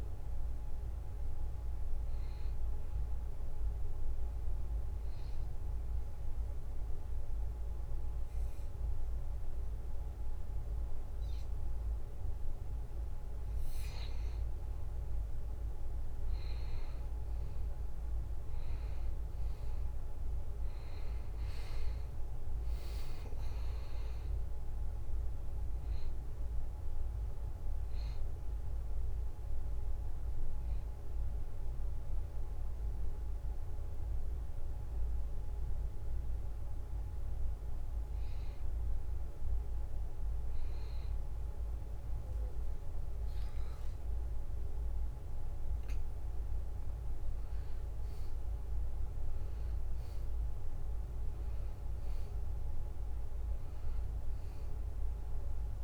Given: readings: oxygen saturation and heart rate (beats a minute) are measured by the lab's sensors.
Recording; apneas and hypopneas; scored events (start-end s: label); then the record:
breathing in sleep, hard to hear, by a room microphone; 2
0.00-9.50 s: oxygen desaturation (device-marked, oxygen 89% lowest, heart rate 70 extreme)
3.50-13.50 s: obstructive apnea (oxygen 93% before, 89% lowest, heart rate 74 before, 70 extreme, up 1 after)
16.50-20.00 s: arousal
22.50-45.50 s: oxygen desaturation (device-marked, oxygen 95% before, 89% lowest, heart rate 72 before, 73 extreme)
24.50-39.50 s: drop in pulse transit time (device-marked, heart rate 72 before, 72 extreme)
28.00-38.50 s: obstructive apnea (oxygen 95% before, 89% lowest, heart rate 71 before, 74 extreme, up 0 after)
42.00-46.50 s: arousal
From the record:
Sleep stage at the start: N2 (light sleep); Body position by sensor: on the back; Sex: male